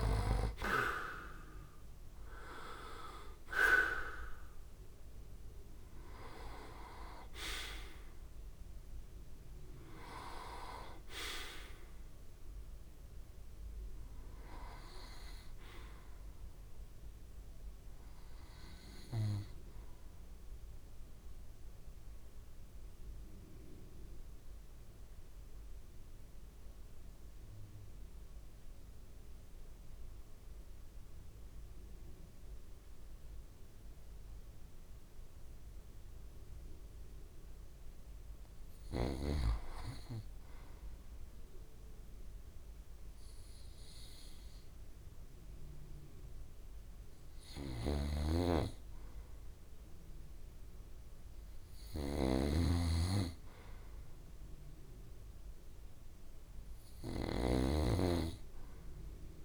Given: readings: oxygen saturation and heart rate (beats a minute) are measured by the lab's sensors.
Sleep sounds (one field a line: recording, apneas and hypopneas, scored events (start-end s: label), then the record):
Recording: breathing in sleep by a room microphone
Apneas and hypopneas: 1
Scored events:
0.00-2.50 s: arousal
0.00-28.50 s: oxygen desaturation (device-marked, oxygen 80% lowest, heart rate 65 extreme)
20.50-39.00 s: obstructive apnea (oxygen 92% before, 80% lowest, heart rate 68 before, 65 extreme, up 3 after)
41.50-45.00 s: arousal
47.00-59.45 s: snoring (device-marked)
47.50-59.45 s: oxygen desaturation (device-marked, oxygen 97% before, 89% lowest, heart rate 67 before, 65 extreme)
From the record:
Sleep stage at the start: N2 (light sleep)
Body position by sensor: on the back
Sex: male